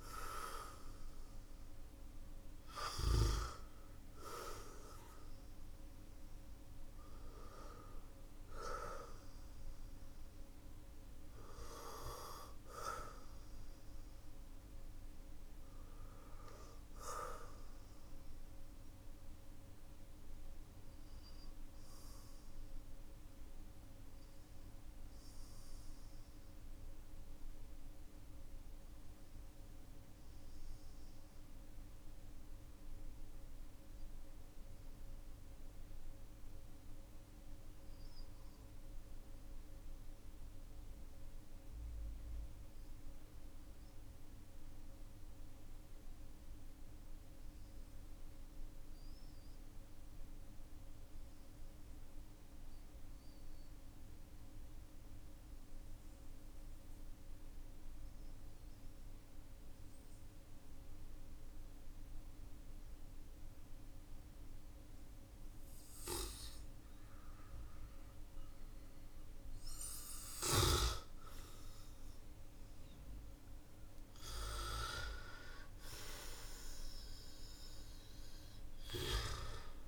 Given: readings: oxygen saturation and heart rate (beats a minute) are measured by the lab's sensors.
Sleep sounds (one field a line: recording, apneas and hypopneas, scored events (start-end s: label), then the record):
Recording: breathing in sleep by a room microphone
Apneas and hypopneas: 1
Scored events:
0.00-2.50 s: arousal
0.00-36.50 s: oxygen desaturation (device-marked, oxygen 91% lowest, heart rate 46 extreme)
17.00-66.50 s: obstructive apnea (oxygen 97% before, 91% lowest, heart rate 50 before, 46 extreme, up 7 after)
68.50-79.87 s: oxygen desaturation (device-marked, oxygen 97% before, 93% lowest, heart rate 54 before, 44 extreme)
69.50-73.50 s: arousal
From the record:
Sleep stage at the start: N2 (light sleep)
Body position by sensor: on the back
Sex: male